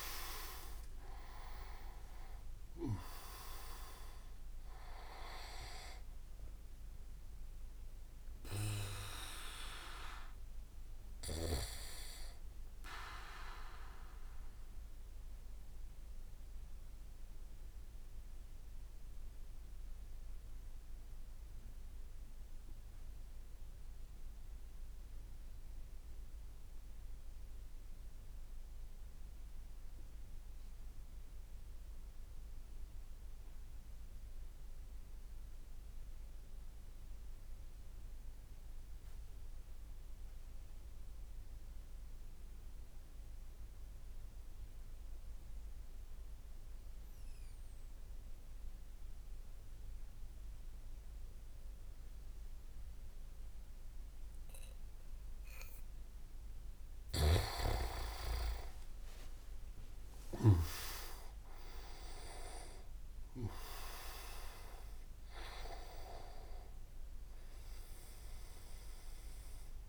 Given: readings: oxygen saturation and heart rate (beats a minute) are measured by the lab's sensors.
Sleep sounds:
breathing in sleep by a room microphone; 1
0.00-2.00 s: leg movement (device-marked)
0.00-4.00 s: oxygen desaturation (device-marked, oxygen 93% lowest)
16.00-55.00 s: mixed apnea (oxygen 97% before, 93% lowest)
19.00-28.00 s: oxygen desaturation (device-marked, oxygen 96% before, 93% lowest)
56.50-60.50 s: snoring (device-marked)
58.00-63.00 s: arousal
58.50-61.50 s: leg movement (device-marked)
From the record:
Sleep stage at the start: N2 (light sleep); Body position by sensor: on the back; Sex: male

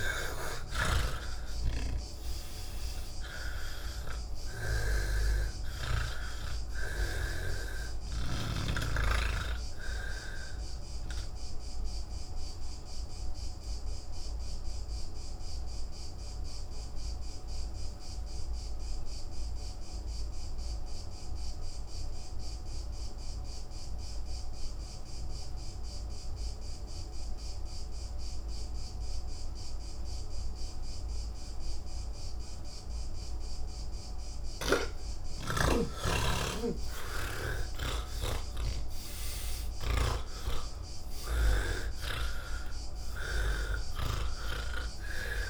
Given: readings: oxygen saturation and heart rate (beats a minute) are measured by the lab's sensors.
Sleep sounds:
breathing in sleep by a room microphone; 1
0.00-7.50 s: snoring (device-marked)
0.00-24.00 s: oxygen desaturation (device-marked, oxygen 80% lowest, heart rate 48 extreme)
13.00-34.00 s: obstructive apnea (oxygen 98% before, 80% lowest, heart rate 110 before, 83 extreme, up 48 after)
31.00-45.49 s: oxygen desaturation (device-marked, oxygen 98% before, 80% lowest, heart rate 117 before, 83 extreme)
37.00-44.50 s: snoring (device-marked)
From the record:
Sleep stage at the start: N1 (lightest sleep); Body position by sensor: on the back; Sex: male

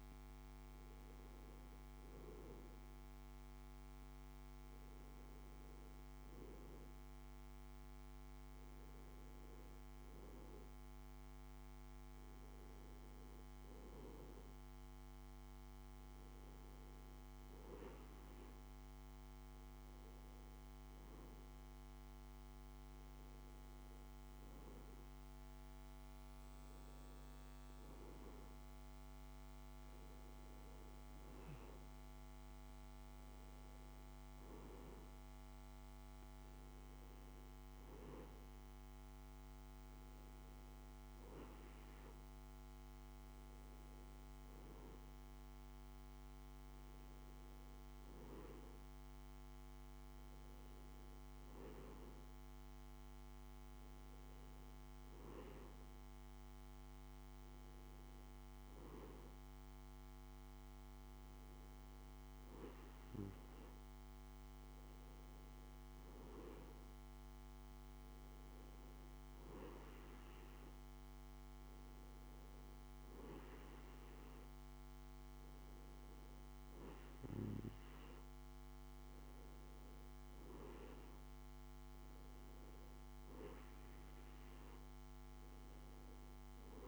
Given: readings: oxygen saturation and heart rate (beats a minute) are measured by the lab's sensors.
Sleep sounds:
breathing in sleep, hard to hear, by a microphone on the trachea; none
none scored
From the record:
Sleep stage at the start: N2 (light sleep); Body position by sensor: on the back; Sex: male

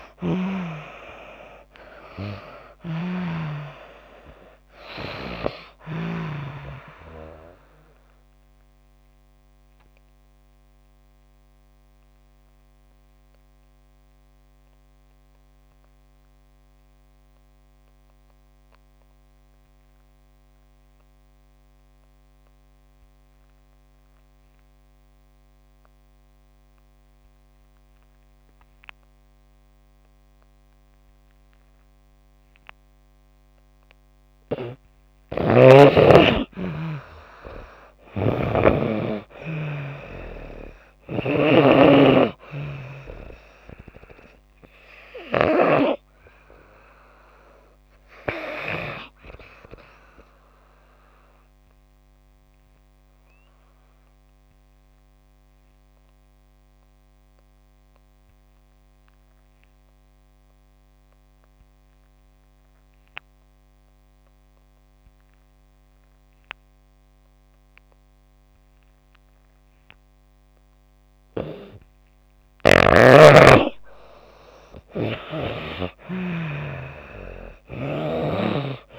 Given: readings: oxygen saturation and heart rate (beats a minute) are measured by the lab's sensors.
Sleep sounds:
breathing in sleep by a microphone on the trachea; 2
0.00-1.50 s: arousal
0.00-32.00 s: oxygen desaturation (device-marked, oxygen 75% lowest)
2.50-6.00 s: snoring (device-marked)
6.50-31.50 s: obstructive apnea (oxygen 97% before, 75% lowest)
35.00-41.50 s: snoring (device-marked)
35.50-39.50 s: arousal
47.00-70.00 s: oxygen desaturation (device-marked, oxygen 96% before, 83% lowest)
50.00-71.50 s: obstructive apnea (oxygen 97% before, 83% lowest)
72.00-78.99 s: snoring (device-marked)
75.00-78.99 s: arousal
From the record:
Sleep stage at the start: N2 (light sleep); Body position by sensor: on the back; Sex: female

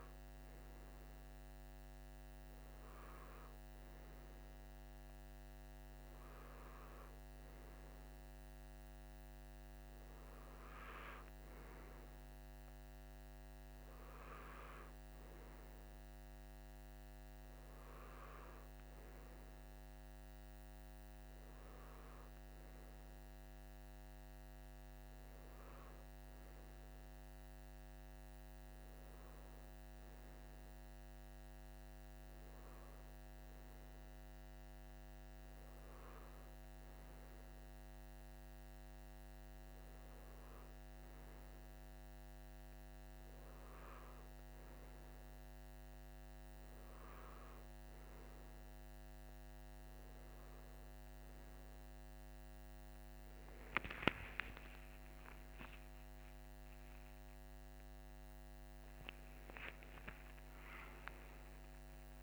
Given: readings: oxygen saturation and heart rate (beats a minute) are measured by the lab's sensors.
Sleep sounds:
breathing in sleep, hard to hear, by a microphone on the trachea; none
53.00-58.00 s: arousal
From the record:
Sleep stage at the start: N2 (light sleep); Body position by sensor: on the right side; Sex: male

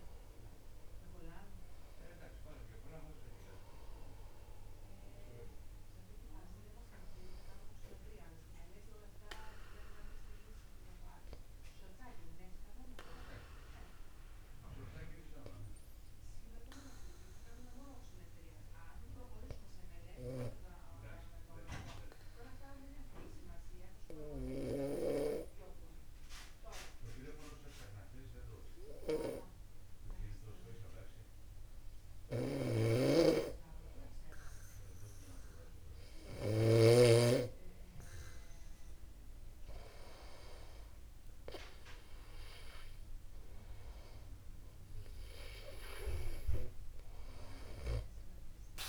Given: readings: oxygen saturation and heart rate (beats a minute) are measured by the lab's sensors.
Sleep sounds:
breathing in sleep by a room microphone; 1
11.00-36.50 s: obstructive apnea (oxygen 97% before, 94% lowest, heart rate 51 before, 50 extreme, up 26 after)
32.50-37.50 s: snoring (device-marked)
35.00-37.00 s: long interval between heartbeats (device-marked, heart rate 51 before, 69 extreme)
37.00-39.00 s: long interval between heartbeats (device-marked, heart rate 53 before, 76 extreme)
39.50-43.50 s: arousal
From the record:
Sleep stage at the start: N2 (light sleep); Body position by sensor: upright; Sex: male

